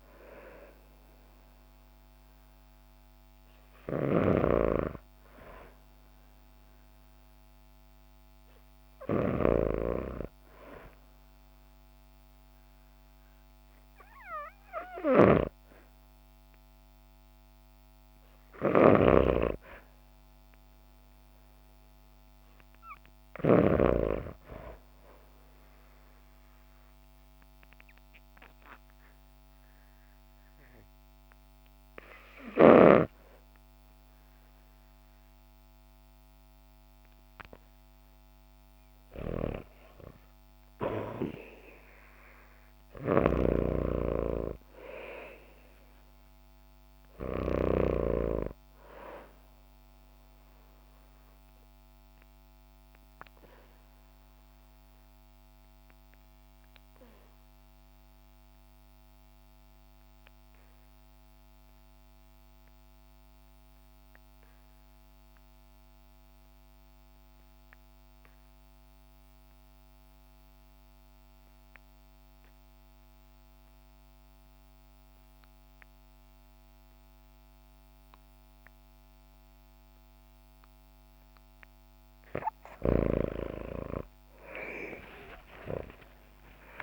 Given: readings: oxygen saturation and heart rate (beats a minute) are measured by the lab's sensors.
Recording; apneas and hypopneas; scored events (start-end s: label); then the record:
breathing in sleep by a microphone on the trachea; 2
0.00-14.50 s: oxygen desaturation (device-marked, oxygen 80% lowest, heart rate 55 extreme)
0.00-23.50 s: snoring (device-marked)
16.50-20.50 s: arousal
25.00-38.50 s: obstructive apnea (oxygen 98% before, 80% lowest, heart rate 67 before, 60 extreme, up 3 after)
39.00-48.00 s: snoring (device-marked)
40.50-45.00 s: arousal
44.50-63.50 s: oxygen desaturation (device-marked, oxygen 96% before, 91% lowest, heart rate 66 before, 52 extreme)
50.00-81.50 s: obstructive apnea (oxygen 98% before, 77% lowest, heart rate 66 before, 52 extreme, up 20 after)
65.50-86.83 s: oxygen desaturation (device-marked, oxygen 97% before, 77% lowest, heart rate 65 before, 52 extreme)
84.00-86.83 s: arousal
From the record:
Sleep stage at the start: REM sleep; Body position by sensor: on the back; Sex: female